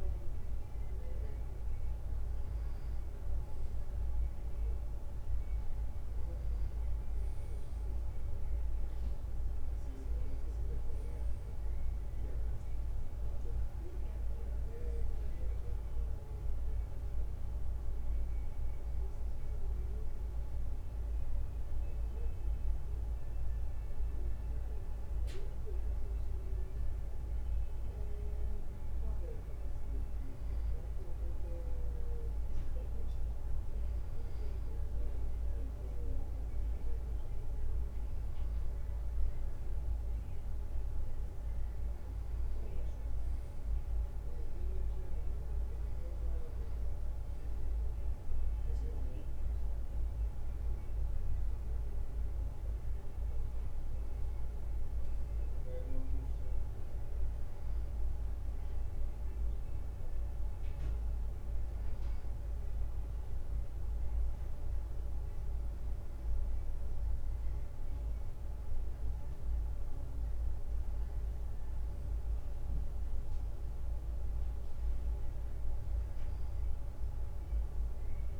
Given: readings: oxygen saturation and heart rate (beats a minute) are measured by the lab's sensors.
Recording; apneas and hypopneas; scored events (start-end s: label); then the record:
breathing in sleep, hard to hear, by a room microphone; none
41.00-78.40 s: new sleep stage, N2 (light sleep)
From the record:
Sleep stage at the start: N1 (lightest sleep); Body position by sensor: on the back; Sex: male